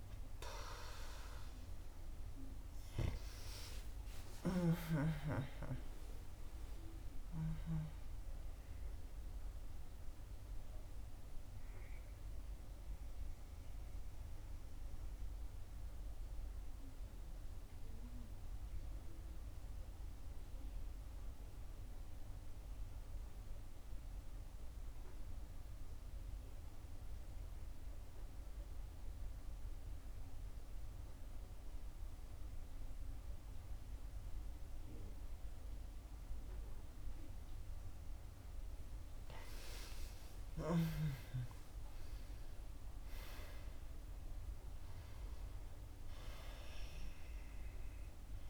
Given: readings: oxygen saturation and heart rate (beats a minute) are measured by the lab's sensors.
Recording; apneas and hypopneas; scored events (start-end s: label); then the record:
breathing in sleep by a room microphone; 1
0.00-30.00 s: oxygen desaturation (device-marked, oxygen 91% lowest, heart rate 56 extreme)
14.00-38.50 s: obstructive apnea (oxygen 98% before, 89% lowest, heart rate 65 before, 55 extreme, up 6 after)
40.00-45.00 s: arousal
45.00-48.50 s: oxygen desaturation (device-marked, oxygen 98% before, 89% lowest, heart rate 63 before, 55 extreme)
From the record:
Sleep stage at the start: N2 (light sleep); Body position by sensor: on the back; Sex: female